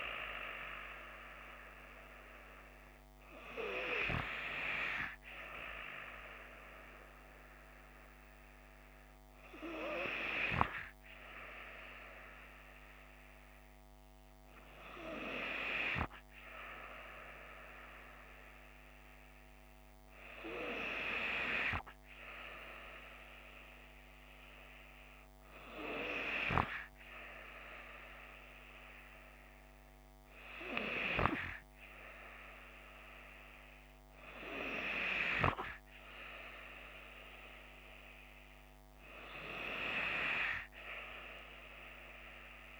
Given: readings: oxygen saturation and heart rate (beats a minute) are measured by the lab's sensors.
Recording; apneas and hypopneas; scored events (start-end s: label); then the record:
breathing in sleep by a microphone on the trachea; none
none scored
From the record:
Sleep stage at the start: N2 (light sleep); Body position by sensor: on the left side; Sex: female